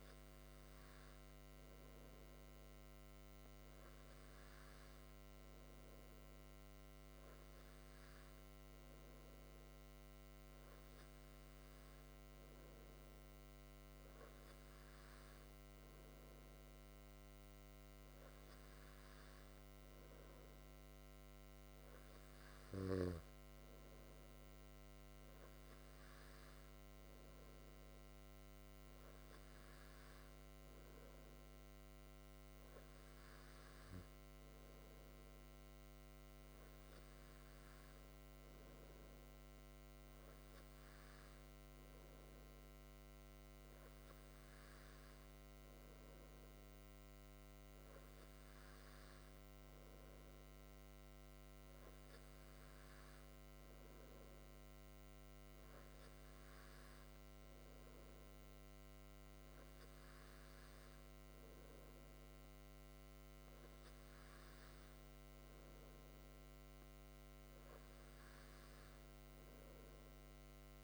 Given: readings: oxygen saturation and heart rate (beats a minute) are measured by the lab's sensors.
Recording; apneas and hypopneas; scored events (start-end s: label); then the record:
breathing in sleep, hard to hear, by a microphone on the trachea; none
none scored
From the record:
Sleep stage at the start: N2 (light sleep); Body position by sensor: on the back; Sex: male